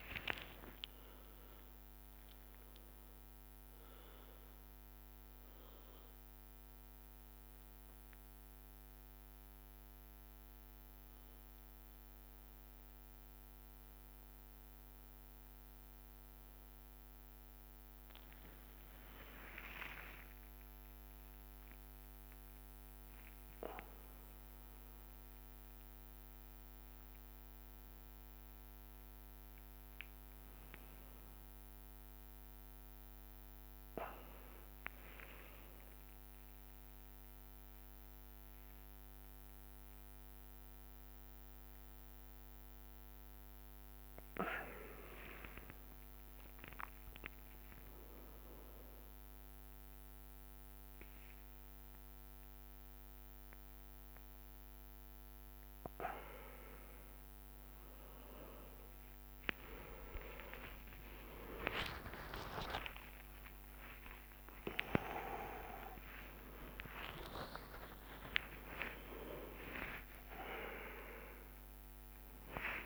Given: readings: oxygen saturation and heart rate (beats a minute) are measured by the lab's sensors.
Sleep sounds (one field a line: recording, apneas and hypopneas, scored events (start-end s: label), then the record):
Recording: a person awake in a sleep study, by a microphone on the trachea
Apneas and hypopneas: none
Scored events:
10.50-20.50 s: oxygen desaturation (device-marked, oxygen 97% before, 94% lowest, heart rate 70 before, 67 extreme)
20.00-22.00 s: long interval between heartbeats (device-marked, heart rate 69 before, 78 extreme)
58.50-72.86 s: tachycardia (device-marked, heart rate 71 before, 185 extreme)
60.50-62.50 s: long interval between heartbeats (device-marked, heart rate 69 before, 87 extreme)
63.00-65.00 s: long interval between heartbeats (device-marked, heart rate 72 before, 141 extreme)
From the record:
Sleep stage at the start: awake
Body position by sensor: on the back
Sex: male